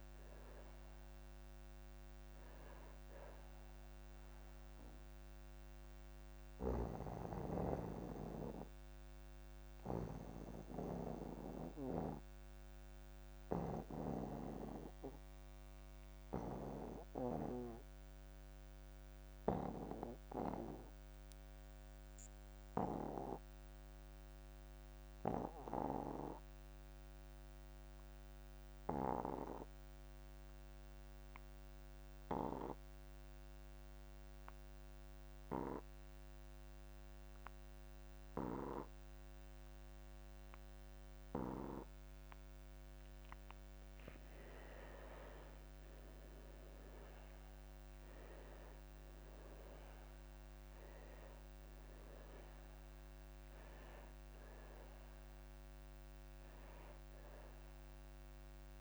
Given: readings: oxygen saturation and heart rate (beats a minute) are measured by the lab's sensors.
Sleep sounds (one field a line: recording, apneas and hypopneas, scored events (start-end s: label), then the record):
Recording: breathing in sleep by a microphone on the trachea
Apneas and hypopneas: 1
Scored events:
0.00-20.50 s: oxygen desaturation (device-marked, oxygen 74% lowest)
7.50-44.50 s: obstructive apnea (oxygen 95% before, 74% lowest)
31.50-58.81 s: oxygen desaturation (device-marked, oxygen 99% before, 76% lowest)
46.00-49.00 s: arousal
From the record:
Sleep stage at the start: N2 (light sleep)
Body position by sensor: on the back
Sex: male